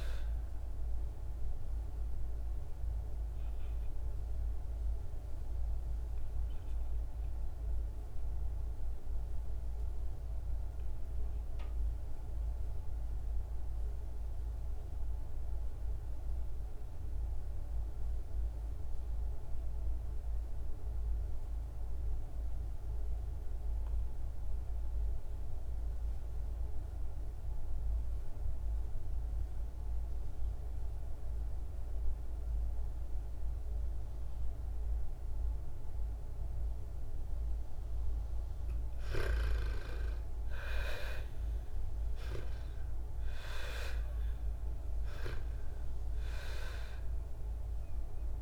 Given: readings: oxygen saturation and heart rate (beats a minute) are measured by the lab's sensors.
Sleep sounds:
breathing in sleep by a room microphone; 1
0.00-3.50 s: oxygen desaturation (device-marked, oxygen 78% lowest, heart rate 53 extreme)
1.50-37.00 s: obstructive apnea (oxygen 92% before, 75% lowest, heart rate 64 before, 53 extreme, up 26 after)
22.50-48.42 s: oxygen desaturation (device-marked, oxygen 98% before, 75% lowest, heart rate 58 before, 53 extreme)
39.00-42.50 s: arousal
From the record:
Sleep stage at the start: REM sleep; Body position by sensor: on the back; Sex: female

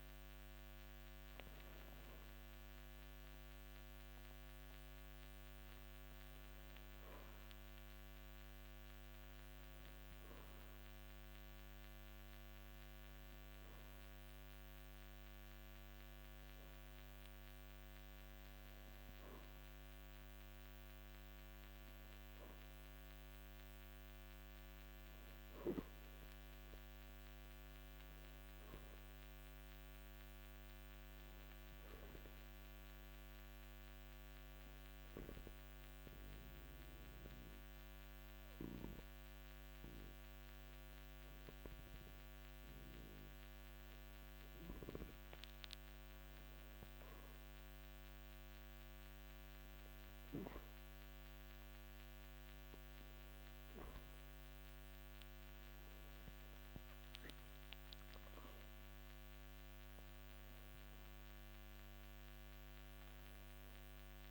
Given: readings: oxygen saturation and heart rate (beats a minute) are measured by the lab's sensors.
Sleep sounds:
a person partly awake in a sleep study, hard to hear, by a microphone on the trachea; 1
6.00-36.00 s: new sleep stage, N1 (lightest sleep)
34.00-46.50 s: hypopnea (oxygen 97% before, 93% lowest)
36.00-64.31 s: new sleep stage, N2 (light sleep)
49.00-52.50 s: arousal
From the record:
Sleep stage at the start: awake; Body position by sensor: on the back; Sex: male

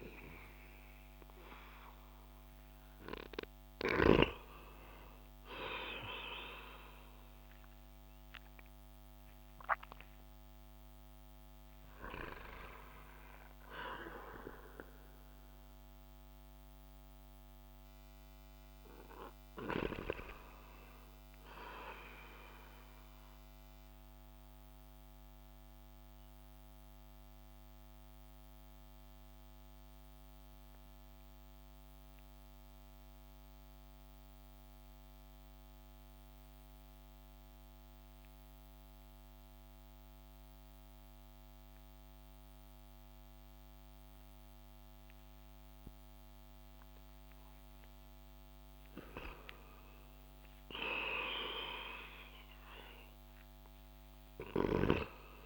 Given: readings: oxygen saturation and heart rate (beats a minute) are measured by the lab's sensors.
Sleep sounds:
breathing in sleep by a microphone on the trachea; 1
0.00-20.00 s: oxygen desaturation (device-marked, oxygen 93% lowest)
20.50-23.50 s: arousal
24.50-48.50 s: mixed apnea (oxygen 97% before, 91% lowest)
45.00-55.46 s: oxygen desaturation (device-marked, oxygen 97% before, 92% lowest)
50.00-55.00 s: arousal
From the record:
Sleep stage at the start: N2 (light sleep); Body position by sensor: on the back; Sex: male

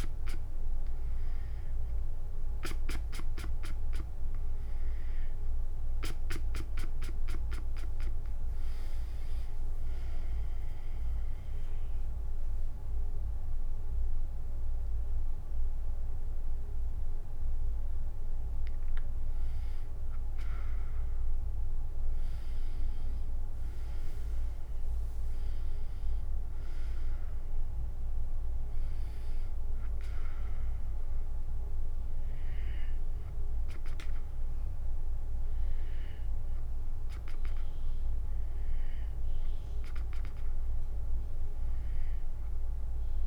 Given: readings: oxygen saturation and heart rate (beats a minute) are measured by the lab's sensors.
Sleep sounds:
breathing in sleep by a room microphone; 1
10.50-20.50 s: mixed apnea (oxygen 96% before, 93% lowest, heart rate 72 before, 67 extreme, up 4 after)
23.00-27.00 s: arousal
26.50-38.50 s: oxygen desaturation (device-marked, oxygen 96% before, 93% lowest, heart rate 76 before, 67 extreme)
From the record:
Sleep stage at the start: N2 (light sleep); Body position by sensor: on the back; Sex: female

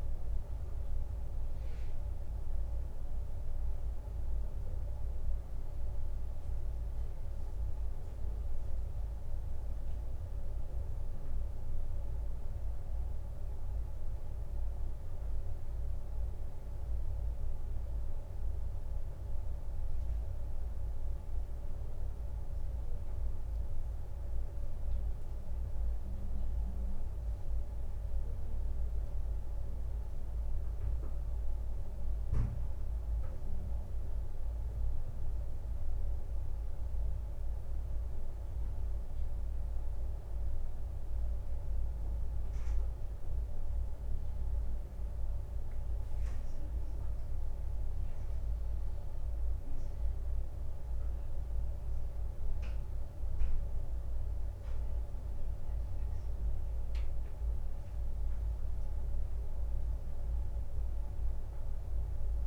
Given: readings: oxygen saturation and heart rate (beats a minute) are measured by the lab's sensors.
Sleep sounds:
a person awake in a sleep study, hard to hear, by a room microphone; none
none scored
From the record:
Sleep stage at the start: awake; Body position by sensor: on the right side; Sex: male

